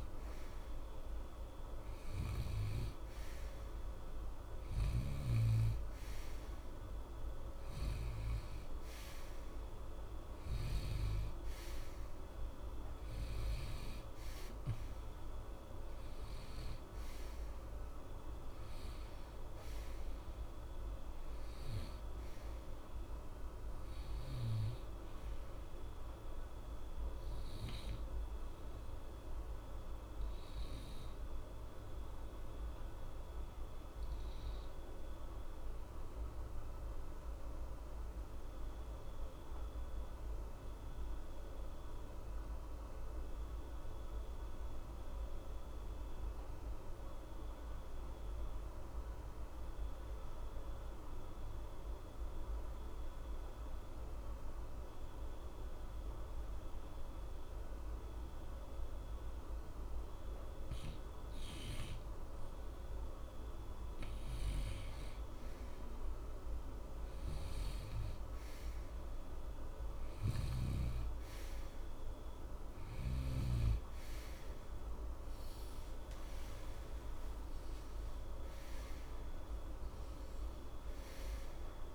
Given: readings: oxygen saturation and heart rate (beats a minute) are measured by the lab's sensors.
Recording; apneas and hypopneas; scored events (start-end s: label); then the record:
breathing in sleep, hard to hear, by a room microphone; 1
0.00-1.50 s: arousal
0.00-40.00 s: oxygen desaturation (device-marked, oxygen 87% lowest, heart rate 60 extreme)
27.50-63.00 s: obstructive apnea (oxygen 94% before, 87% lowest, heart rate 60 before, 60 extreme, up 2 after)
64.00-81.95 s: oxygen desaturation (device-marked, oxygen 96% before, 90% lowest, heart rate 60 before, 60 extreme)
66.00-69.50 s: arousal
From the record:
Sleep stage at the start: N2 (light sleep); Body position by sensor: on the right side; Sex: male